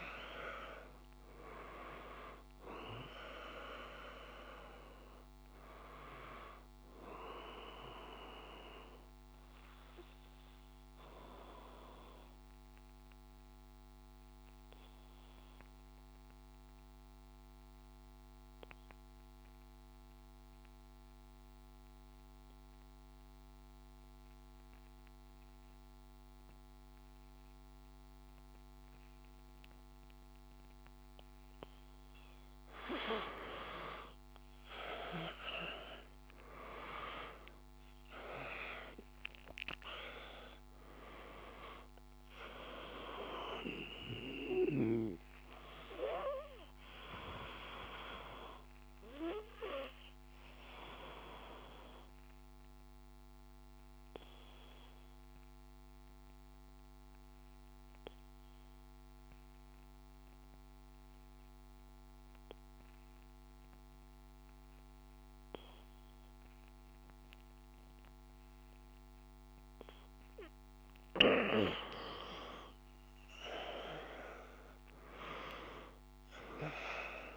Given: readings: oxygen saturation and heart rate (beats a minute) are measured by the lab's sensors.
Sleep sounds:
breathing in sleep by a microphone on the trachea; 2
0.00-27.50 s: oxygen desaturation (device-marked, oxygen 89% lowest, heart rate 53 extreme)
11.50-31.50 s: obstructive apnea (oxygen 97% before, 88% lowest, heart rate 57 before, 53 extreme, up 4 after)
34.50-39.50 s: arousal
38.50-63.50 s: oxygen desaturation (device-marked, oxygen 98% before, 88% lowest, heart rate 56 before, 53 extreme)
50.00-69.00 s: obstructive apnea (oxygen 98% before, 88% lowest, heart rate 58 before, 54 extreme, up 5 after)
71.50-75.00 s: arousal
From the record:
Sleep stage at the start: N2 (light sleep); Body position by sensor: on the back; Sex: male

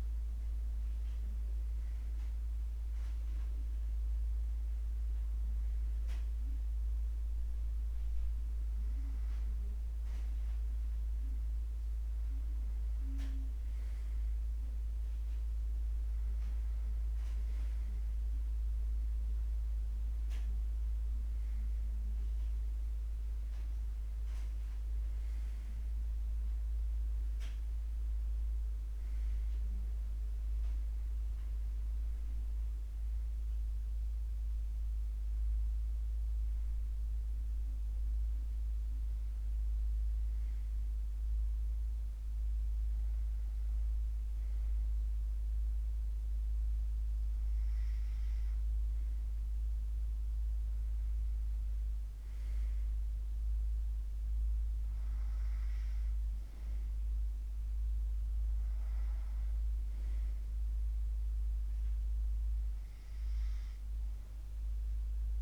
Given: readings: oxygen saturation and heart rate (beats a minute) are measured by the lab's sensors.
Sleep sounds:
breathing in sleep by a room microphone; none
8.50-65.41 s: new sleep stage, N2 (light sleep)
From the record:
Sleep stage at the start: N1 (lightest sleep); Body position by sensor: on the back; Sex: male

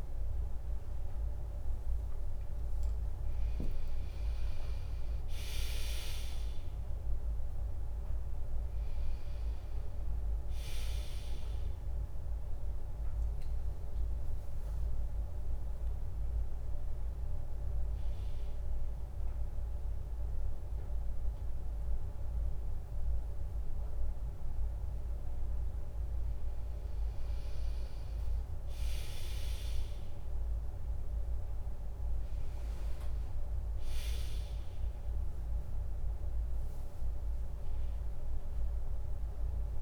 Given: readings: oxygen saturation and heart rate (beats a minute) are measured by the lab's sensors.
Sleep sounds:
breathing in sleep, hard to hear, by a room microphone; none
17.00-27.00 s: drop in pulse transit time (device-marked, heart rate 80 before, 80 extreme)
From the record:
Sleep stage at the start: N1 (lightest sleep); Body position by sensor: on the back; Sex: female

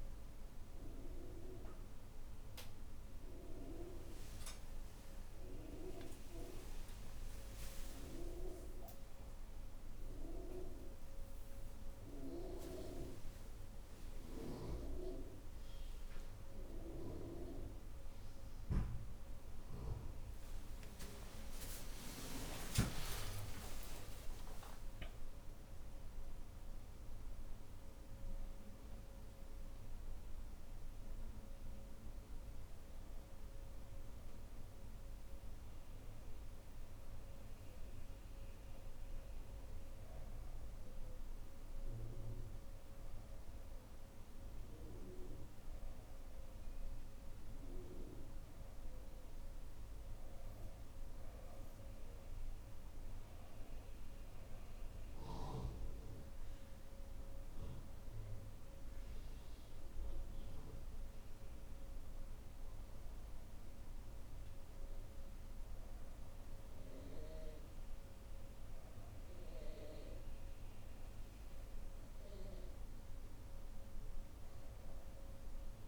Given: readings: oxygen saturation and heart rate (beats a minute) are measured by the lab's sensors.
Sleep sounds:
a person awake in a sleep study, by a room microphone; none
42.00-75.87 s: new sleep stage, N1 (lightest sleep)
From the record:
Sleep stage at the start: awake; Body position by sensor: on the back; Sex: female

